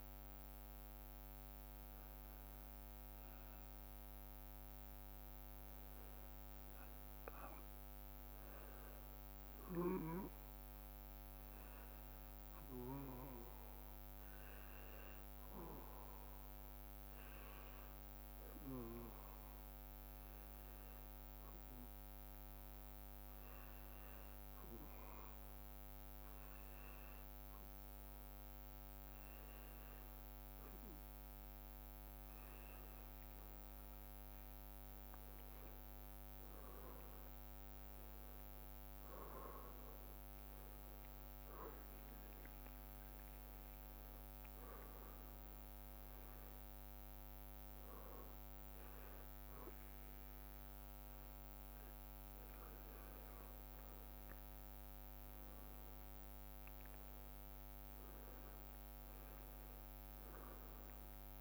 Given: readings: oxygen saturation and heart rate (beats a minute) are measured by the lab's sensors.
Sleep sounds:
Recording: breathing in sleep, hard to hear, by a microphone on the trachea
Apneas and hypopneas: 1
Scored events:
14.50-33.00 s: hypopnea (oxygen 94% before, 92% lowest, heart rate 58 before, 58 extreme, up 2 after)
26.50-35.50 s: drop in pulse transit time (device-marked, heart rate 58 before, 58 extreme)
38.50-41.50 s: arousal
54.50-58.00 s: arousal
From the record:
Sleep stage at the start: N2 (light sleep)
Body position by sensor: on the back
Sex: male

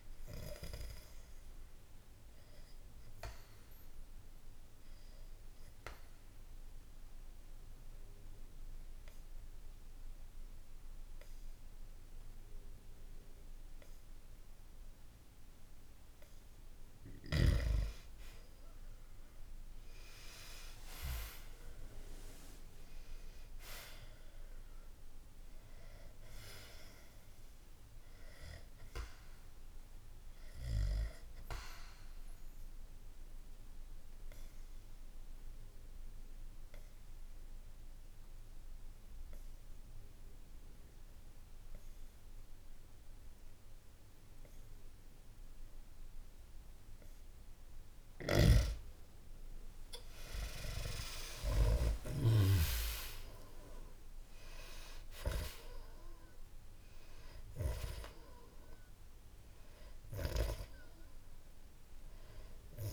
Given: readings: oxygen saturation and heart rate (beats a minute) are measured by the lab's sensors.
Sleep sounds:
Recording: breathing in sleep by a room microphone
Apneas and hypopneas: 2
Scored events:
0.00-11.00 s: oxygen desaturation (device-marked, oxygen 91% lowest, heart rate 61 extreme)
1.00-16.50 s: obstructive apnea (oxygen 98% before, 91% lowest, heart rate 62 before, 61 extreme)
18.50-22.50 s: arousal
30.00-47.00 s: oxygen desaturation (device-marked, oxygen 98% before, 94% lowest, heart rate 63 before, 58 extreme)
30.50-47.50 s: obstructive apnea (oxygen 98% before, 93% lowest, heart rate 63 before, 58 extreme, up 1 after)
50.00-55.00 s: arousal
From the record:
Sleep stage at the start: N2 (light sleep)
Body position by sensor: on the back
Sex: male

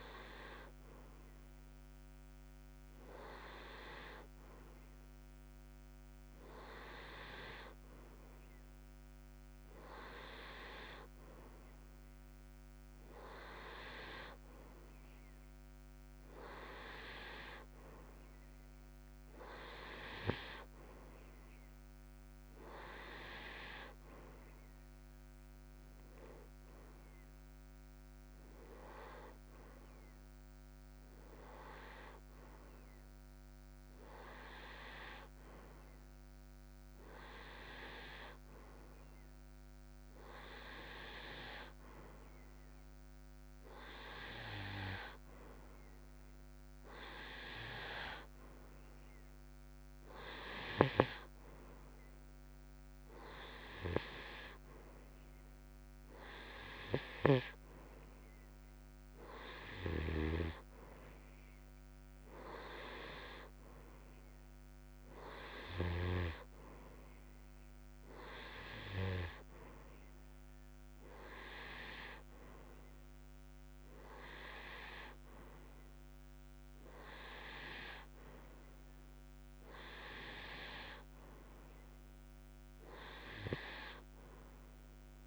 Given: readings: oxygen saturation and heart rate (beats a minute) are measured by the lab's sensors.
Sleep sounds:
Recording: breathing in sleep by a microphone on the trachea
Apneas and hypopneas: none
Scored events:
none scored
From the record:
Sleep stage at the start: N2 (light sleep)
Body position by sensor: on the right side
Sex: male

